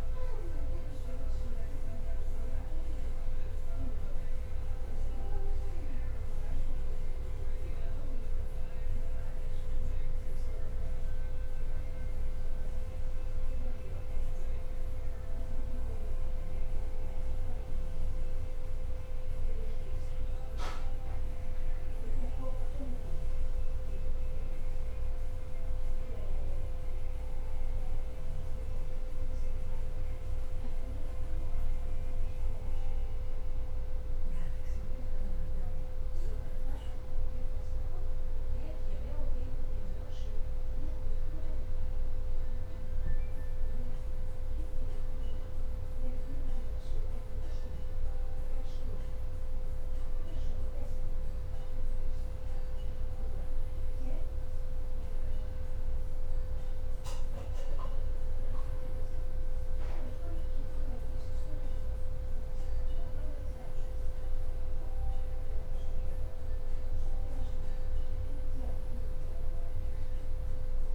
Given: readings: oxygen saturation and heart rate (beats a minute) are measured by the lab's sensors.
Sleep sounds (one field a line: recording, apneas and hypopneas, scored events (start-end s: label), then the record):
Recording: breathing in sleep, hard to hear, by a room microphone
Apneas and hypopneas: none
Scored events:
64.50-70.95 s: new sleep stage, N2 (light sleep)
67.50-70.95 s: leg movement (device-marked)
From the record:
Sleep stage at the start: N1 (lightest sleep)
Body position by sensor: on the back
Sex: male